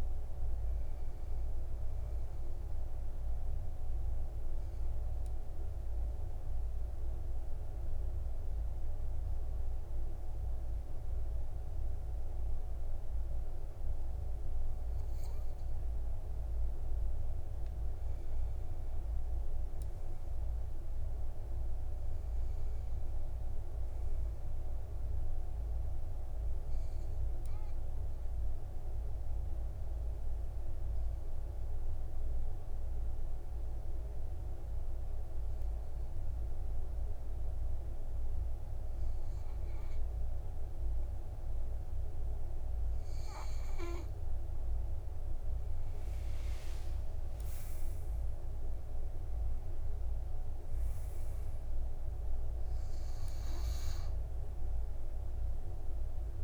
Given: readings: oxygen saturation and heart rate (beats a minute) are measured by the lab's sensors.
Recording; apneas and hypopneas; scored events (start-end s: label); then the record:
breathing in sleep, hard to hear, by a room microphone; 2
1.00-14.00 s: oxygen desaturation (device-marked, oxygen 98% before, 93% lowest, heart rate 61 before, 51 extreme)
4.50-17.50 s: obstructive apnea (oxygen 98% before, 93% lowest, heart rate 62 before, 52 extreme, up 19 after)
19.50-23.00 s: arousal
27.50-44.50 s: obstructive apnea (oxygen 100% before, 91% lowest, heart rate 60 before, 56 extreme, up 12 after)
46.00-50.00 s: arousal
50.00-56.44 s: oxygen desaturation (device-marked, oxygen 99% before, 93% lowest, heart rate 59 before, 55 extreme)
From the record:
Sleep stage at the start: N2 (light sleep); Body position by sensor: on the back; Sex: male